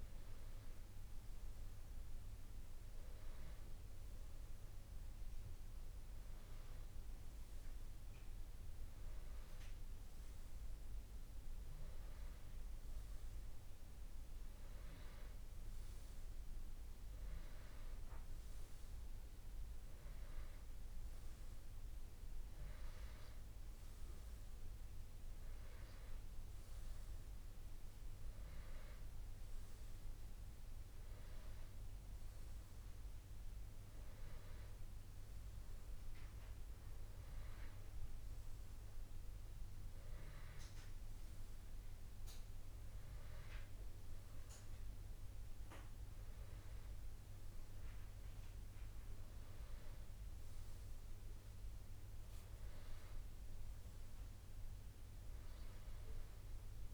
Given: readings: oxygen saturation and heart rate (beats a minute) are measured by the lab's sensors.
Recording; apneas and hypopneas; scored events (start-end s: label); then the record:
breathing in sleep, hard to hear, by a room microphone; none
none scored
From the record:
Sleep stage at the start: N1 (lightest sleep); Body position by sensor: on the back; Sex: male